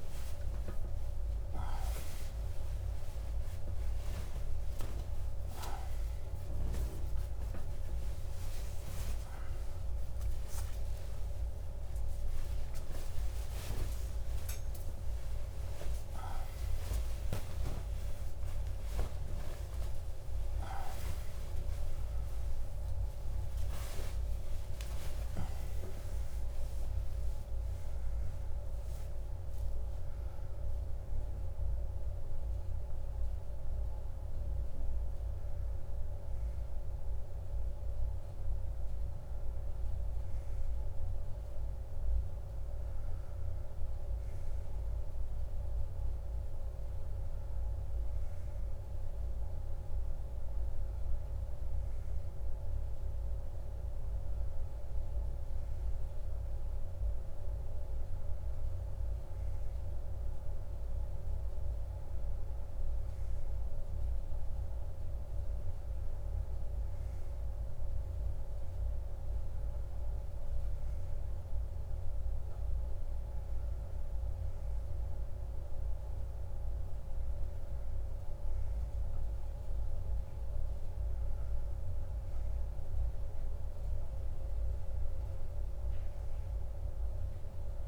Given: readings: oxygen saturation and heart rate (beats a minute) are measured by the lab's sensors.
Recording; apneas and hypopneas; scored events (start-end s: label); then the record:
a person partly awake in a sleep study, hard to hear, by a room microphone; none
34.50-87.87 s: new sleep stage, N1 (lightest sleep)
From the record:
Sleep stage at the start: awake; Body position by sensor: on the right side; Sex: male